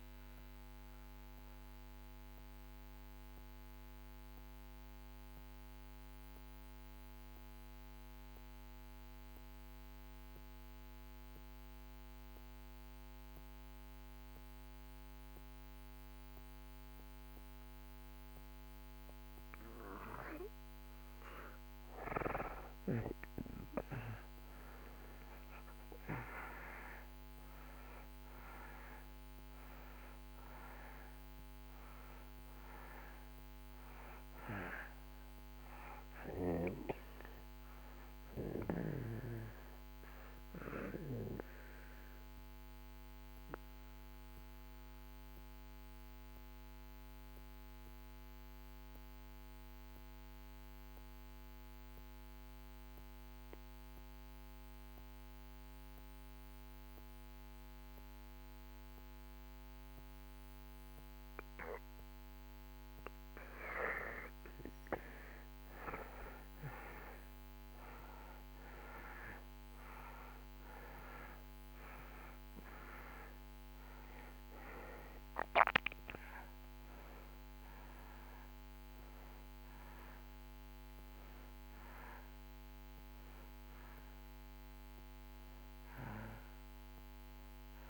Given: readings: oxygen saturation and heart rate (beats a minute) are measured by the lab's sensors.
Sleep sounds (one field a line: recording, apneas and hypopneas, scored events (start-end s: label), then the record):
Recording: breathing in sleep by a microphone on the trachea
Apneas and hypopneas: 2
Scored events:
0.00-13.50 s: oxygen desaturation (device-marked, oxygen 76% lowest)
0.50-18.50 s: mixed apnea (oxygen 96% before, 76% lowest)
23.50-28.00 s: arousal
26.50-57.50 s: oxygen desaturation (device-marked, oxygen 97% before, 80% lowest)
40.50-62.50 s: mixed apnea (oxygen 97% before, 77% lowest)
65.50-69.50 s: arousal
71.50-87.90 s: oxygen desaturation (device-marked, oxygen 96% before, 77% lowest)
From the record:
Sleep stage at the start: N2 (light sleep)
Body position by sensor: on the back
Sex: male